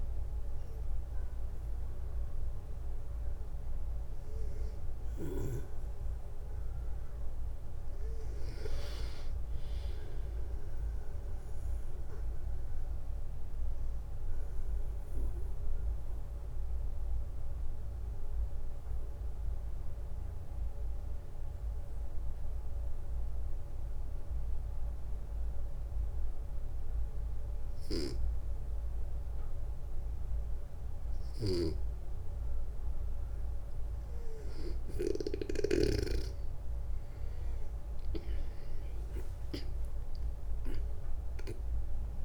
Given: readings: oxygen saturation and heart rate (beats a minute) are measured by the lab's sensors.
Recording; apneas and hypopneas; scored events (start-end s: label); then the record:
breathing in sleep by a room microphone; 1
15.00-31.00 s: obstructive apnea (oxygen 96% before, 93% lowest, heart rate 66 before, 59 extreme, up 7 after)
30.50-34.50 s: snoring (device-marked)
37.00-41.00 s: arousal
From the record:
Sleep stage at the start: N2 (light sleep); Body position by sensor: on the back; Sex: male